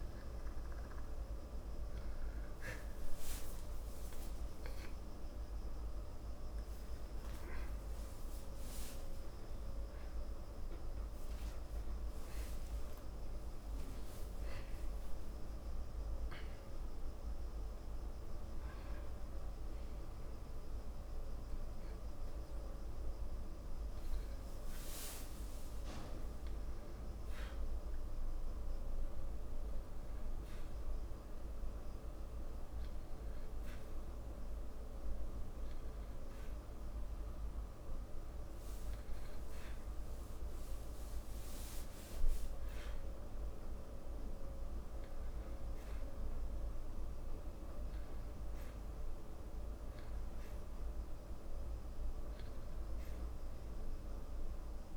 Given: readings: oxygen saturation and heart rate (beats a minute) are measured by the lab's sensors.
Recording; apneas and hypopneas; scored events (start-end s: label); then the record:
breathing in sleep, hard to hear, by a room microphone; none
6.00-12.00 s: arousal
From the record:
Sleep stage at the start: N2 (light sleep); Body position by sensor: on the back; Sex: male